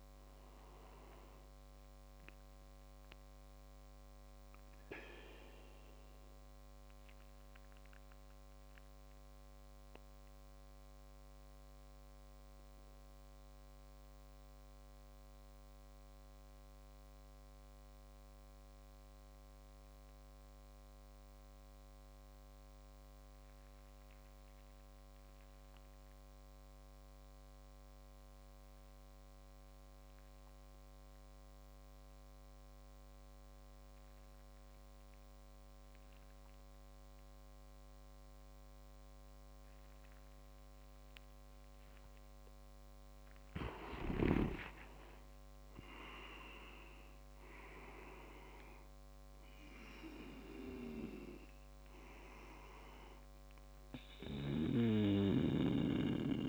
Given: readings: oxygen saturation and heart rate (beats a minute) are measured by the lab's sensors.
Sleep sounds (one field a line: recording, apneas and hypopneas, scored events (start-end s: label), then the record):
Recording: breathing in sleep by a microphone on the trachea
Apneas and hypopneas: 1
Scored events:
0.00-2.50 s: oxygen desaturation (device-marked, oxygen 93% lowest)
5.00-42.00 s: mixed apnea (oxygen 97% before, 93% lowest)
38.50-56.49 s: oxygen desaturation (device-marked, oxygen 99% before, 93% lowest)
40.50-56.49 s: tachycardia (device-marked)
43.50-48.00 s: arousal
From the record:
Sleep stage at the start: N2 (light sleep)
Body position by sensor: on the back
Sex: male